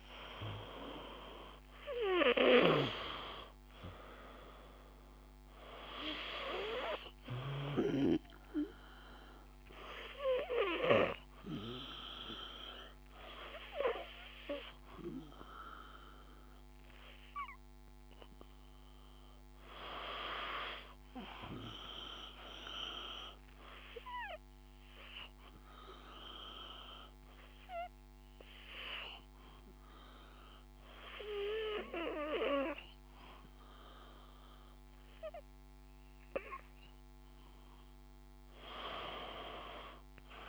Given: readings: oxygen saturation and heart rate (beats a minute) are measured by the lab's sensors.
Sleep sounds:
breathing in sleep by a microphone on the trachea; 1
6.00-28.00 s: oxygen desaturation (device-marked, oxygen 98% before, 93% lowest, heart rate 55 before, 52 extreme)
21.00-35.50 s: obstructive apnea (oxygen 98% before, 93% lowest, heart rate 54 before, 52 extreme, up 5 after)
39.00-40.49 s: arousal
From the record:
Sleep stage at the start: N2 (light sleep); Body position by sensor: on the back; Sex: male

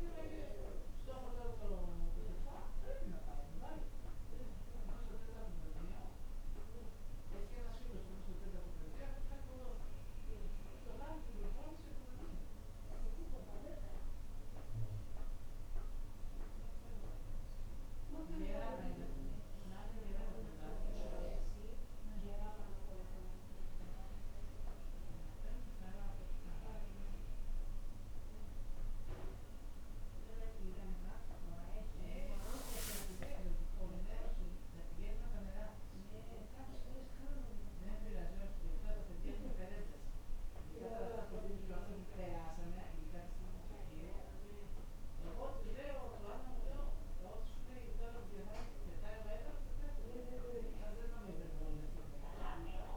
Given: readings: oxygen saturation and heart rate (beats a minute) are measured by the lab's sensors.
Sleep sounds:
a person awake in a sleep study, by a room microphone; none
none scored
From the record:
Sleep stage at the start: awake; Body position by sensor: on the back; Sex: female

